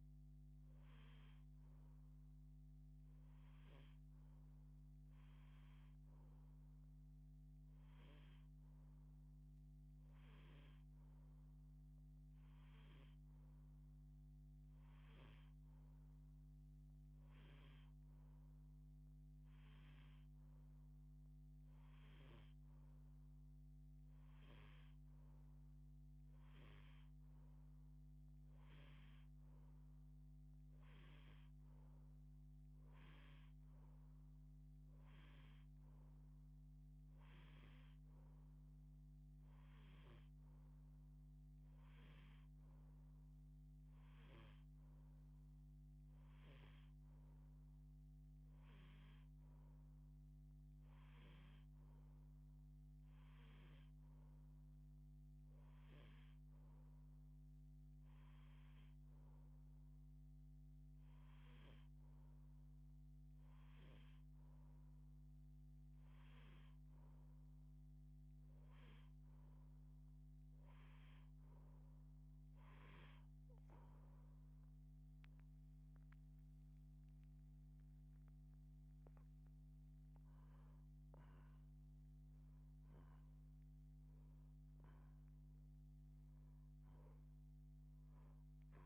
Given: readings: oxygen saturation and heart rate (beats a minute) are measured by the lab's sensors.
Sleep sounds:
breathing in sleep, hard to hear, by a microphone on the trachea; none
79.00-88.85 s: new sleep stage, awake
From the record:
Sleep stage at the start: N2 (light sleep); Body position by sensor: on the left side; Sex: female

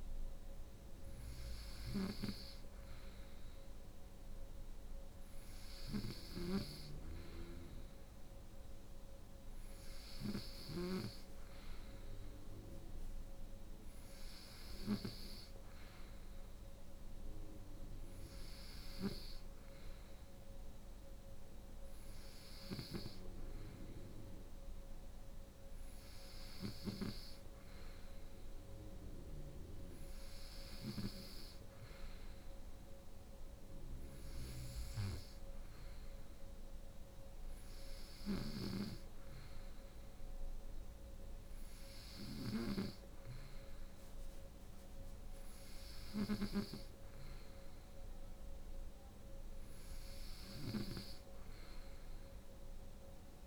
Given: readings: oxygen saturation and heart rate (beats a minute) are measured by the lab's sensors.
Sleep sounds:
breathing in sleep by a room microphone; none
0.00-30.50 s: snoring (device-marked)
37.50-53.47 s: snoring (device-marked)
From the record:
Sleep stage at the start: N2 (light sleep); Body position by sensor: on the right side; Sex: female

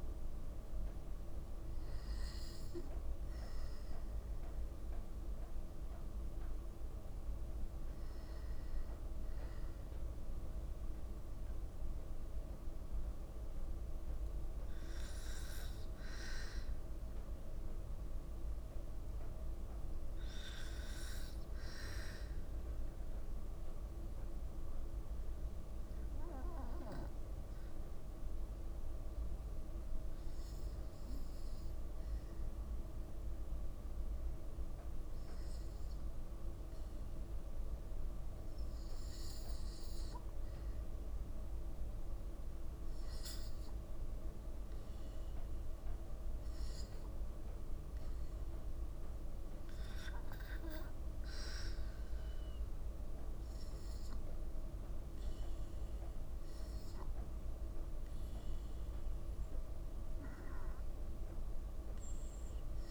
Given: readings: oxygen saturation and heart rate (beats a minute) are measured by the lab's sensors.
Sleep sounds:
breathing in sleep, hard to hear, by a room microphone; 1
18.50-21.50 s: arousal
23.00-41.50 s: obstructive apnea (oxygen 96% before, 91% lowest, heart rate 55 before, 55 extreme, up 1 after)
43.50-47.00 s: arousal
59.00-62.91 s: oxygen desaturation (device-marked, oxygen 96% before, 91% lowest, heart rate 56 before, 57 extreme)
From the record:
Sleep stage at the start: N2 (light sleep); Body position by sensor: on the back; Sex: female

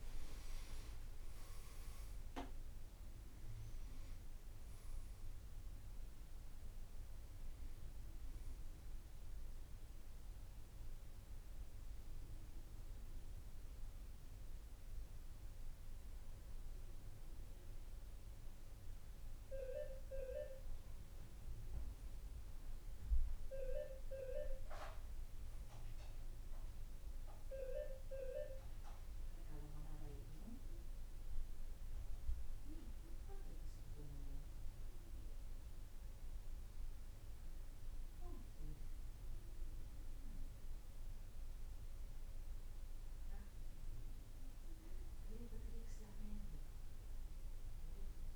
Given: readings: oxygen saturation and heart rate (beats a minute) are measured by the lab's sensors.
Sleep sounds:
breathing in sleep by a room microphone; none
0.00-22.00 s: oxygen desaturation (device-marked, oxygen 89% lowest, heart rate 56 extreme)
From the record:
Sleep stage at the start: N2 (light sleep); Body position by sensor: on the back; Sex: male

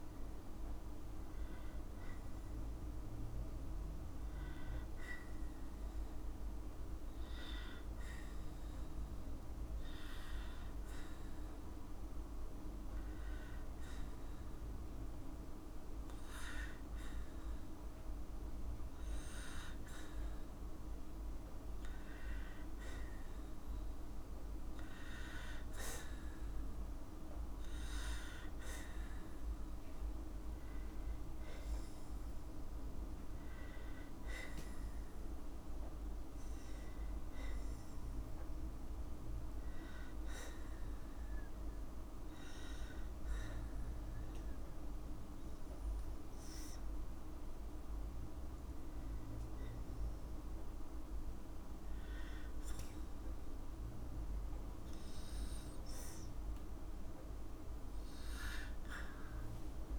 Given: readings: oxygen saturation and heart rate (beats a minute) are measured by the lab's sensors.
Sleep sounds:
breathing in sleep, hard to hear, by a room microphone; 2
1.00-21.50 s: obstructive apnea (oxygen 98% before, 92% lowest, heart rate 57 before, 56 extreme, up 2 after)
2.50-18.50 s: oxygen desaturation (device-marked, oxygen 98% before, 94% lowest, heart rate 57 before, 56 extreme)
23.50-26.50 s: arousal
42.50-55.00 s: hypopnea (oxygen 95% before, 92% lowest, heart rate 58 before, 58 extreme, up 1 after)
58.00-59.99 s: arousal
From the record:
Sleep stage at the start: N2 (light sleep); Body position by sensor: on the right side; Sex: female

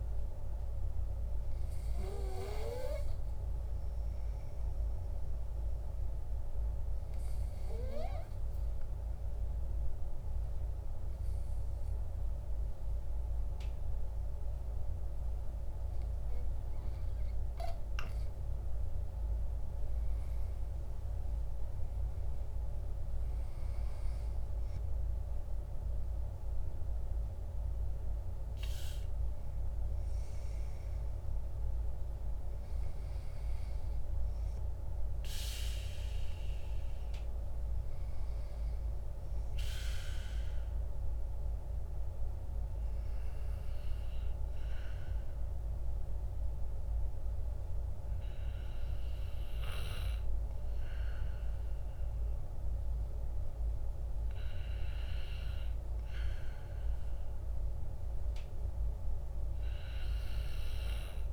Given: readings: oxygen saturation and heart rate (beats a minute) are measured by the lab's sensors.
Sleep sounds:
breathing in sleep by a room microphone; 1
8.00-18.50 s: hypopnea (oxygen 97% before, 94% lowest, heart rate 53 before, 46 extreme, up 13 after)
21.00-25.50 s: arousal
From the record:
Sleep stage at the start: REM sleep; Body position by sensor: on the back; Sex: male

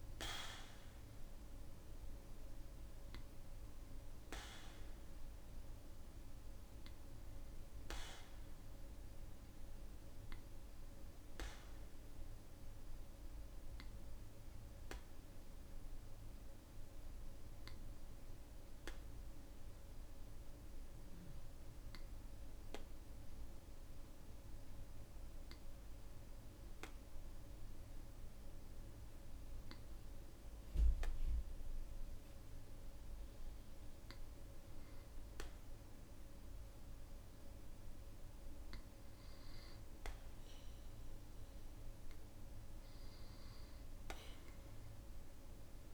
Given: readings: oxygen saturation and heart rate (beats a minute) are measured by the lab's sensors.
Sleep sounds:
breathing in sleep by a room microphone; 1
16.00-32.50 s: hypopnea (oxygen 97% before, 95% lowest, heart rate 56 before, 53 extreme, up 2 after)
34.50-38.00 s: arousal
From the record:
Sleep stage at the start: N2 (light sleep); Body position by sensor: on the back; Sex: male

